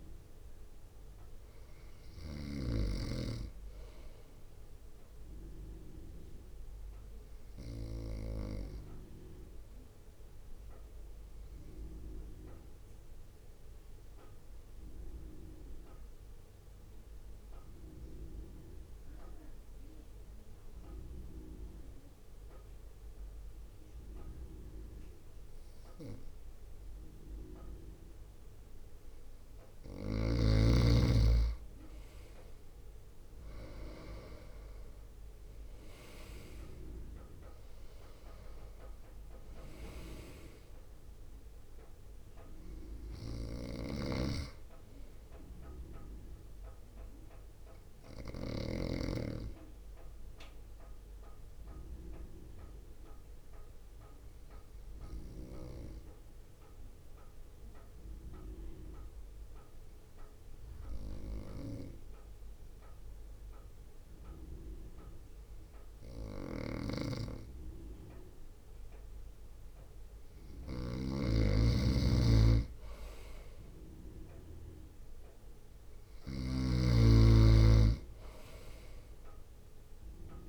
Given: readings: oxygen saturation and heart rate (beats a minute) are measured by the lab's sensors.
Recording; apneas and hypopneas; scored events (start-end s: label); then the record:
breathing in sleep by a room microphone; 2
0.00-3.00 s: snoring (device-marked)
0.00-6.50 s: drop in pulse transit time (device-marked, heart rate 51 extreme)
6.50-29.00 s: obstructive apnea (oxygen 96% before, 94% lowest, heart rate 55 before, 54 extreme, up 3 after)
33.00-36.50 s: arousal
33.50-46.50 s: drop in pulse transit time (device-marked, heart rate 55 before, 55 extreme)
44.00-49.00 s: snoring (device-marked)
48.50-69.50 s: obstructive apnea (oxygen 97% before, 94% lowest, heart rate 56 before, 53 extreme, up 1 after)
66.50-80.49 s: snoring (device-marked)
70.50-73.00 s: arousal
73.50-80.49 s: drop in pulse transit time (device-marked, heart rate 55 before, 53 extreme)
From the record:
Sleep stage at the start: N2 (light sleep); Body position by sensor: on the front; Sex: male